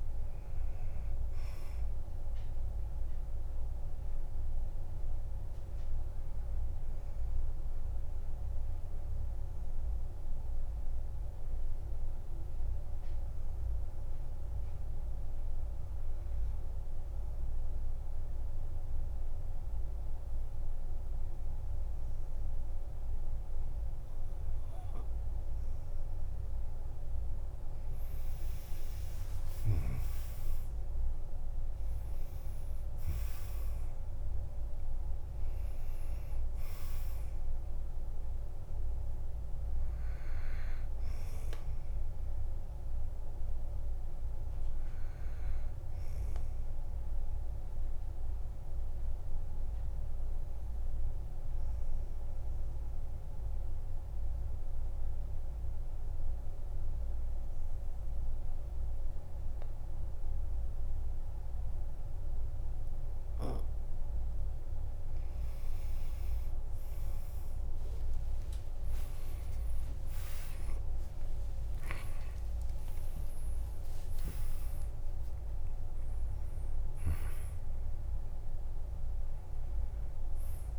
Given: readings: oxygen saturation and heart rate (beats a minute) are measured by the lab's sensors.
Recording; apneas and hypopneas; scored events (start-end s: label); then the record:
breathing in sleep, hard to hear, by a room microphone; 2
0.00-19.00 s: oxygen desaturation (device-marked, oxygen 90% lowest, heart rate 46 extreme)
4.50-25.50 s: obstructive apnea (oxygen 98% before, 90% lowest, heart rate 58 before, 46 extreme, up 13 after)
28.50-33.00 s: arousal
33.00-57.00 s: oxygen desaturation (device-marked, oxygen 99% before, 92% lowest, heart rate 52 before, 46 extreme)
47.50-63.50 s: obstructive apnea (oxygen 99% before, 92% lowest, heart rate 55 before, 46 extreme, up 25 after)
67.50-72.50 s: arousal
71.50-73.50 s: long interval between heartbeats (device-marked, heart rate 52 before, 72 extreme)
73.50-75.50 s: long interval between heartbeats (device-marked, heart rate 55 before, 96 extreme)
From the record:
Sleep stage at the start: N2 (light sleep); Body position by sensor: on the back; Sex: male